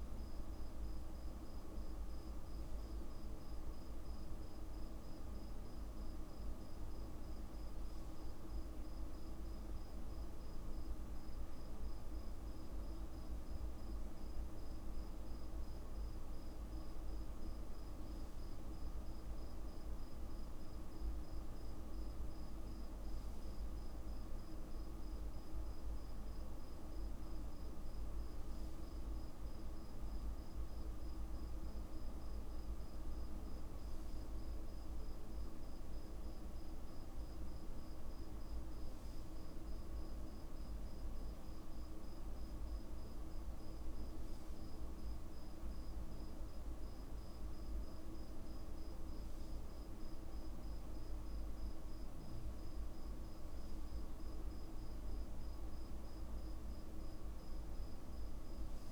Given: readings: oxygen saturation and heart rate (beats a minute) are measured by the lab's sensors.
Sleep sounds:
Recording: breathing in sleep, hard to hear, by a room microphone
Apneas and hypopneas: none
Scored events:
none scored
From the record:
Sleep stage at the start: N2 (light sleep)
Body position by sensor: on the back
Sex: male

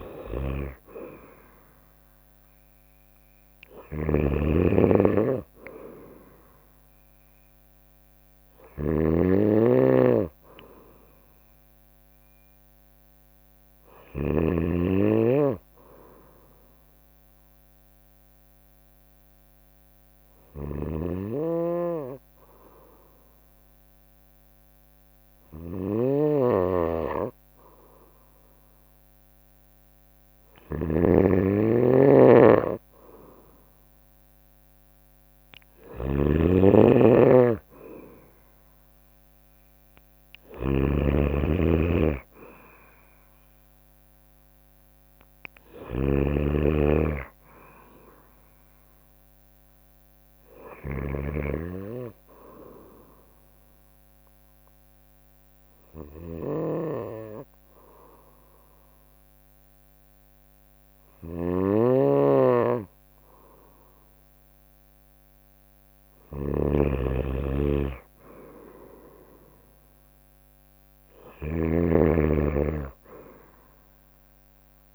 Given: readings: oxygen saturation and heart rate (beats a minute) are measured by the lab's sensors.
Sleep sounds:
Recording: breathing in sleep by a microphone on the trachea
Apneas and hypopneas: 2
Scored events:
0.00-1.00 s: arousal
0.00-14.00 s: snoring (device-marked)
10.50-18.50 s: bradycardia (device-marked, heart rate 63 before, 59 extreme)
15.00-29.50 s: hypopnea (oxygen 93% before, 92% lowest, heart rate 62 before, 59 extreme, up 4 after)
20.00-74.95 s: snoring (device-marked)
33.50-37.00 s: arousal
51.50-65.00 s: obstructive apnea (oxygen 96% before, 93% lowest, heart rate 64 before, 59 extreme, up 3 after)
68.50-73.50 s: arousal
From the record:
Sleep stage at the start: N2 (light sleep)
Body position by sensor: on the right side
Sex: female

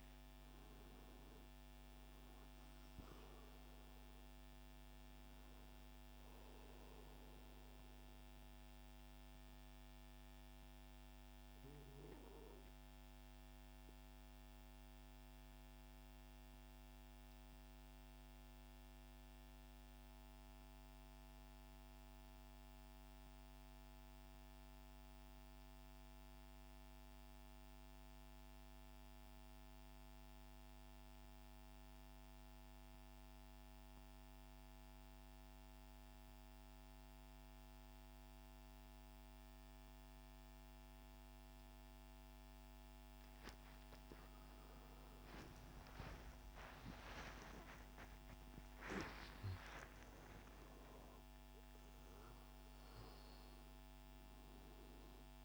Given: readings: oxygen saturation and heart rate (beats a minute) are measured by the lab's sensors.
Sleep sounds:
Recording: breathing in sleep, hard to hear, by a microphone on the trachea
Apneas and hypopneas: 1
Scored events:
0.00-18.50 s: oxygen desaturation (device-marked, oxygen 86% lowest, heart rate 57 extreme)
7.50-43.50 s: mixed apnea (oxygen 96% before, 86% lowest, heart rate 90 before, 60 extreme, up 29 after)
39.50-55.45 s: oxygen desaturation (device-marked, oxygen 98% before, 89% lowest, heart rate 62 before, 57 extreme)
45.00-49.50 s: arousal
From the record:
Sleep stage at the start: N2 (light sleep)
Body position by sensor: on the right side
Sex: male

